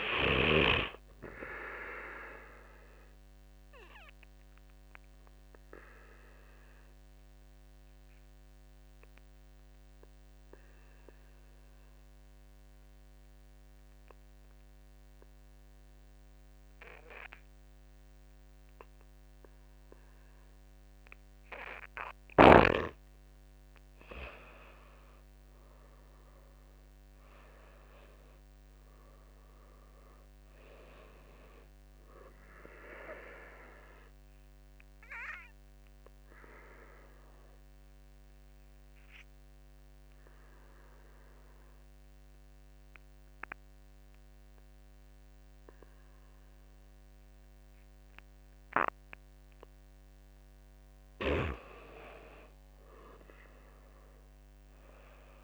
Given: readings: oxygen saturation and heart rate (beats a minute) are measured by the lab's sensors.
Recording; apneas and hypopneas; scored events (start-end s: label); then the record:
breathing in sleep by a microphone on the trachea; 2
2.50-22.00 s: obstructive apnea (oxygen 97% before, 87% lowest, heart rate 54 before, 46 extreme, up 16 after)
21.00-53.00 s: oxygen desaturation (device-marked, oxygen 98% before, 87% lowest, heart rate 50 before, 47 extreme)
24.50-28.00 s: arousal
27.00-40.00 s: drop in pulse transit time (device-marked, heart rate 51 before, 53 extreme)
35.00-49.50 s: obstructive apnea (oxygen 98% before, 86% lowest, heart rate 56 before, 47 extreme, up 13 after)
51.50-54.50 s: arousal
From the record:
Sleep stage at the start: N2 (light sleep); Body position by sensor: on the back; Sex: male